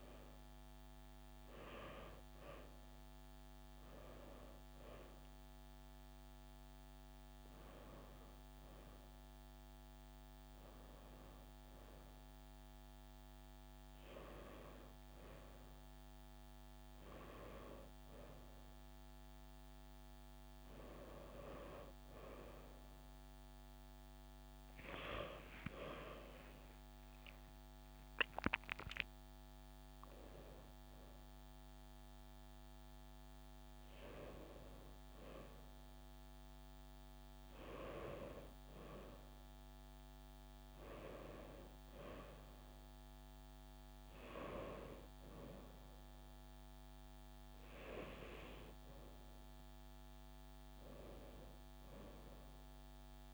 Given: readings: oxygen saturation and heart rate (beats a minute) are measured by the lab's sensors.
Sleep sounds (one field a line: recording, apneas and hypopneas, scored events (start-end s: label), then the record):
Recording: a person partly awake in a sleep study, by a microphone on the trachea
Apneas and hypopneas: none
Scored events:
9.50-53.34 s: new sleep stage, N1 (lightest sleep)
From the record:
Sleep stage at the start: awake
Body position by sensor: on the right side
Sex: female